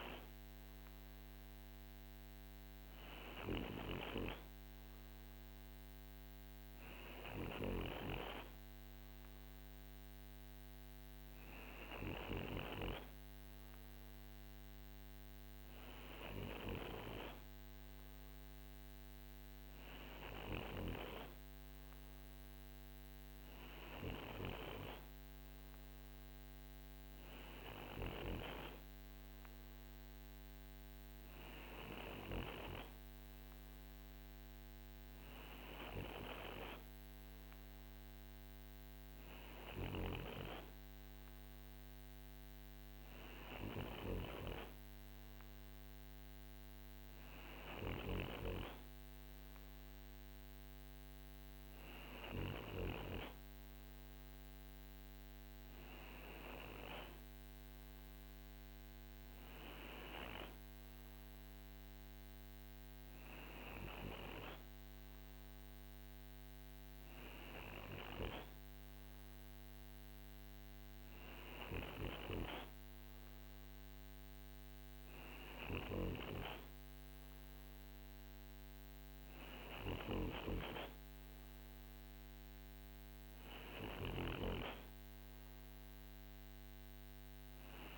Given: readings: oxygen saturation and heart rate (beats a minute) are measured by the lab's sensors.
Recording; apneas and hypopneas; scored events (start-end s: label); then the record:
breathing in sleep by a microphone on the trachea; none
none scored
From the record:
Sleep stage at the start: N2 (light sleep); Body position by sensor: on the right side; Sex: male